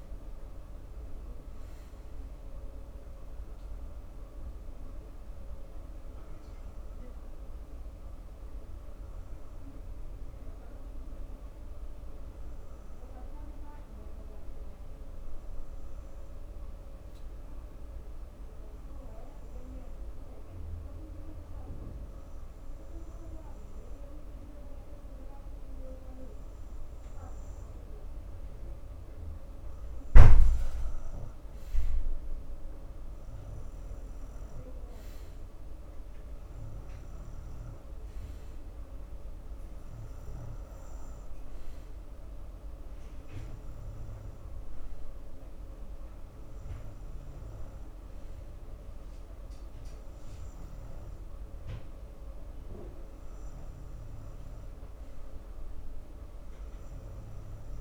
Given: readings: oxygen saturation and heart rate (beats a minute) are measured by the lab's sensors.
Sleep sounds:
breathing in sleep, hard to hear, by a room microphone; 1
13.00-29.50 s: obstructive apnea (oxygen 95% before, 92% lowest)
32.50-35.50 s: arousal
From the record:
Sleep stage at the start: N2 (light sleep); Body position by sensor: on the front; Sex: male

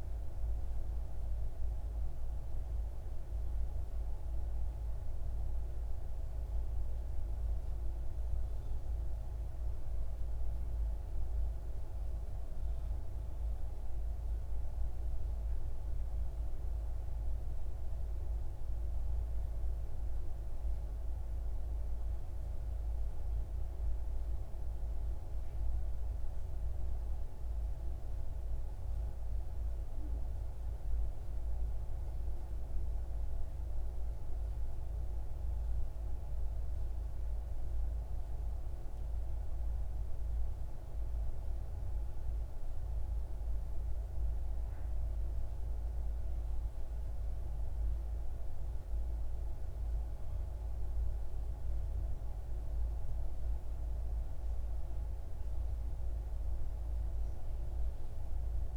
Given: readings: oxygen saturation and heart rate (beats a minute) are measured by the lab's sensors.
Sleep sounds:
breathing in sleep, hard to hear, by a room microphone; none
none scored
From the record:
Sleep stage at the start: N3 (deep sleep); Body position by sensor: on the left side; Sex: male

